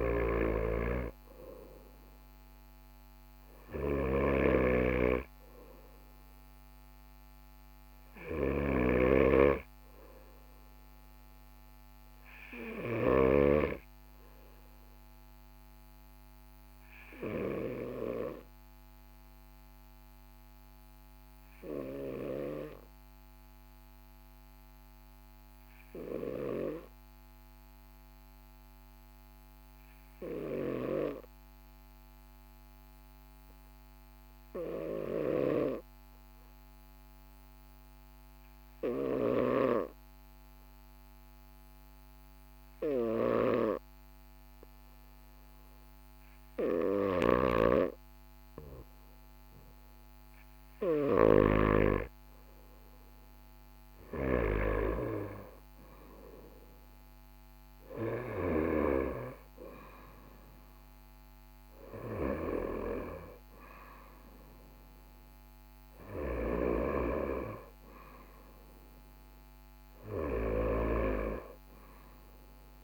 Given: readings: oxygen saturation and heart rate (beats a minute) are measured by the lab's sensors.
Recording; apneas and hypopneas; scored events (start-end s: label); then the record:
breathing in sleep by a microphone on the trachea; 1
0.00-13.00 s: snoring (device-marked)
22.00-47.00 s: hypopnea (oxygen 98% before, 94% lowest, heart rate 42 before, 42 extreme, up 2 after)
46.50-51.00 s: snoring (device-marked)
49.50-52.50 s: arousal
From the record:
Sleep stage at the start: N2 (light sleep); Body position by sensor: on the right side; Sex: male